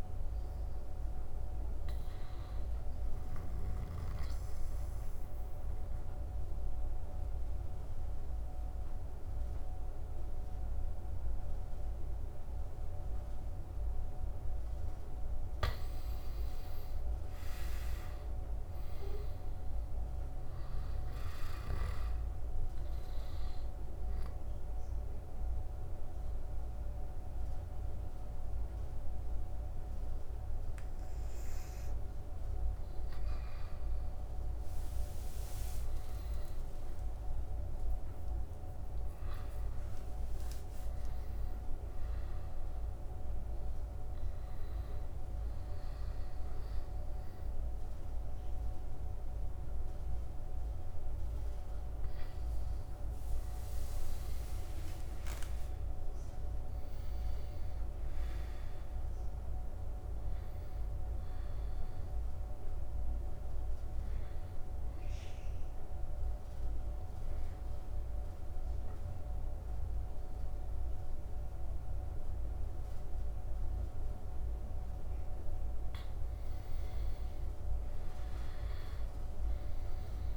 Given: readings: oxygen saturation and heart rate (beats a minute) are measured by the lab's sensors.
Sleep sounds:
breathing in sleep, hard to hear, by a room microphone; 3
1.00-15.00 s: obstructive apnea (oxygen 99% before, 86% lowest, heart rate 85 before, 73 extreme, up 9 after)
8.00-15.00 s: oxygen desaturation (device-marked, oxygen 98% before, 92% lowest, heart rate 84 before, 73 extreme)
16.00-19.50 s: arousal
21.00-36.00 s: oxygen desaturation (device-marked, oxygen 95% before, 86% lowest, heart rate 79 before, 73 extreme)
23.50-34.00 s: central apnea (oxygen 99% before, 86% lowest, heart rate 78 before, 73 extreme, up 12 after)
36.00-40.00 s: arousal
55.00-59.50 s: arousal
63.50-75.00 s: obstructive apnea (oxygen 97% before, 87% lowest, heart rate 81 before, 78 extreme, up 0 after)
64.00-75.00 s: oxygen desaturation (device-marked, oxygen 95% before, 91% lowest, heart rate 81 before, 78 extreme)
70.00-80.37 s: new sleep stage, awake
From the record:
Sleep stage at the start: N2 (light sleep); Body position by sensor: on the back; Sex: male

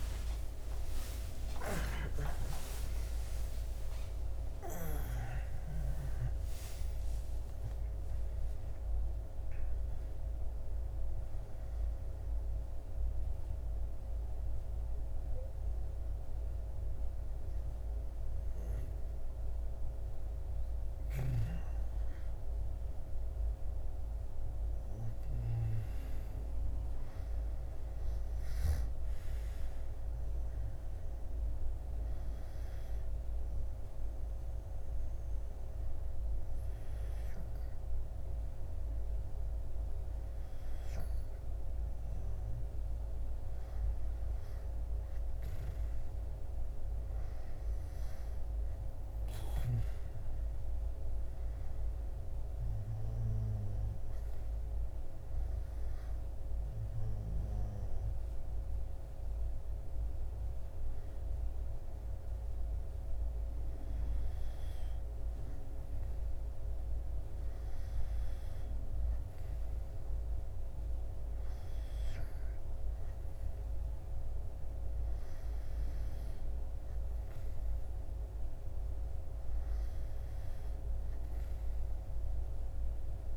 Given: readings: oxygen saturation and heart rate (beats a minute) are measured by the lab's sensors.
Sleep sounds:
a person partly awake in a sleep study, hard to hear, by a room microphone; 1
16.50-83.37 s: new sleep stage, N2 (light sleep)
33.00-43.00 s: hypopnea (oxygen 97% before, 94% lowest, heart rate 74 before, 63 extreme, up 5 after)
44.50-48.00 s: arousal
52.50-67.50 s: oxygen desaturation (device-marked, oxygen 97% before, 94% lowest, heart rate 69 before, 61 extreme)
From the record:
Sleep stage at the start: awake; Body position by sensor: on the back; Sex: male

